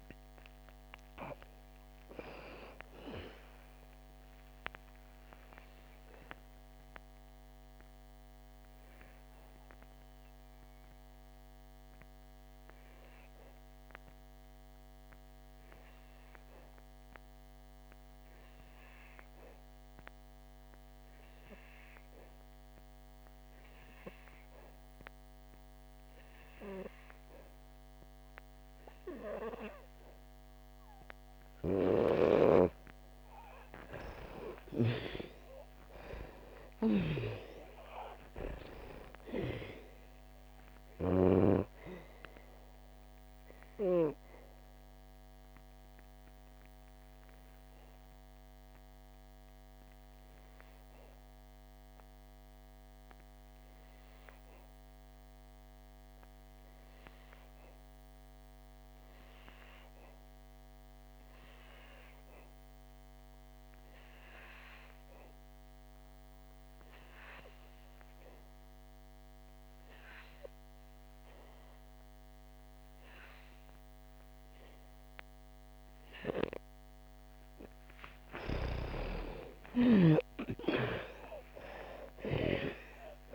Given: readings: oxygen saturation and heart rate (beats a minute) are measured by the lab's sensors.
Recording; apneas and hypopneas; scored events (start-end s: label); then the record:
breathing in sleep by a microphone on the trachea; 2
0.00-28.00 s: oxygen desaturation (device-marked, oxygen 85% lowest, heart rate 56 extreme)
5.00-32.00 s: obstructive apnea (oxygen 97% before, 85% lowest, heart rate 66 before, 56 extreme, up 5 after)
34.50-39.00 s: arousal
38.00-67.00 s: oxygen desaturation (device-marked, oxygen 98% before, 85% lowest, heart rate 65 before, 56 extreme)
44.00-77.00 s: obstructive apnea (oxygen 98% before, 82% lowest, heart rate 67 before, 56 extreme, up 47 after)
69.00-83.35 s: oxygen desaturation (device-marked, oxygen 98% before, 82% lowest, heart rate 60 before, 56 extreme)
78.50-83.35 s: arousal
From the record:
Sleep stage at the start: N2 (light sleep); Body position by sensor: on the back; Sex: female